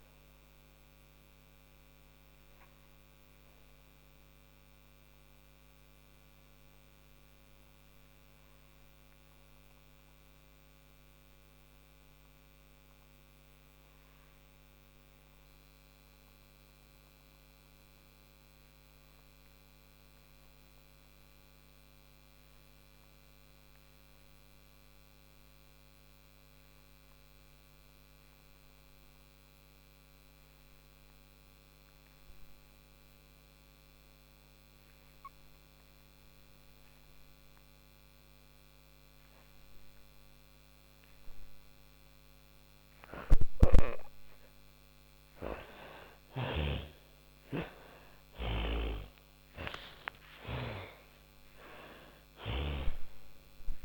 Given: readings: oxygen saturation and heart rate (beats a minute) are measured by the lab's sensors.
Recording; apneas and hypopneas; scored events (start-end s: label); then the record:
breathing in sleep by a microphone on the trachea; 1
0.00-18.50 s: oxygen desaturation (device-marked, oxygen 79% lowest, heart rate 45 extreme)
2.00-43.50 s: hypopnea (oxygen 97% before, 79% lowest, heart rate 123 before, 38 extreme)
38.50-53.85 s: oxygen desaturation (device-marked, oxygen 97% before, 81% lowest, heart rate 76 before, 38 extreme)
44.50-51.00 s: snoring (device-marked)
45.50-49.50 s: arousal
From the record:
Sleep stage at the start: N2 (light sleep); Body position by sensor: on the back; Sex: female